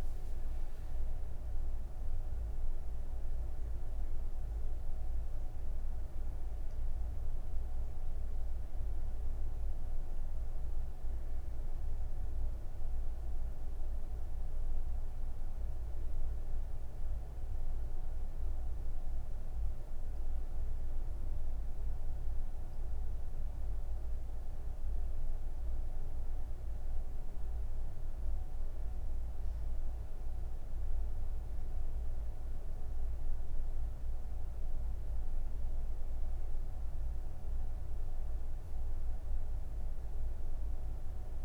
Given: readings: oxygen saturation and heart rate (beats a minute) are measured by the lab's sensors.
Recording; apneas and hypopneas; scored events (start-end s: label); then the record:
breathing in sleep, hard to hear, by a room microphone; none
0.00-6.00 s: oxygen desaturation (device-marked, oxygen 94% lowest)
18.00-38.00 s: oxygen desaturation (device-marked, oxygen 96% before, 90% lowest)
From the record:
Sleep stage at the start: N3 (deep sleep); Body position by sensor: on the right side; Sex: female